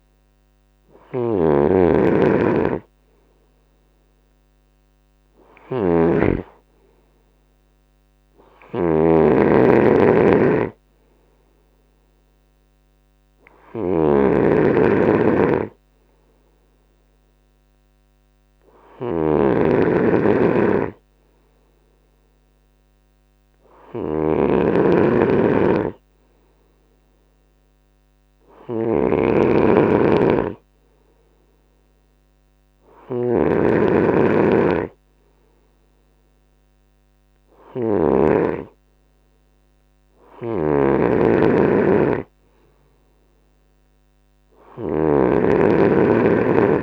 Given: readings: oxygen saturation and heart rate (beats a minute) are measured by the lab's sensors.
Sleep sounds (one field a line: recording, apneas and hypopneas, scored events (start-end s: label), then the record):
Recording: breathing in sleep by a microphone on the trachea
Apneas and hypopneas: none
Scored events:
0.00-37.50 s: snoring (device-marked)
39.50-46.83 s: snoring (device-marked)
From the record:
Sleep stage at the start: N2 (light sleep)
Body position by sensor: on the right side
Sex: male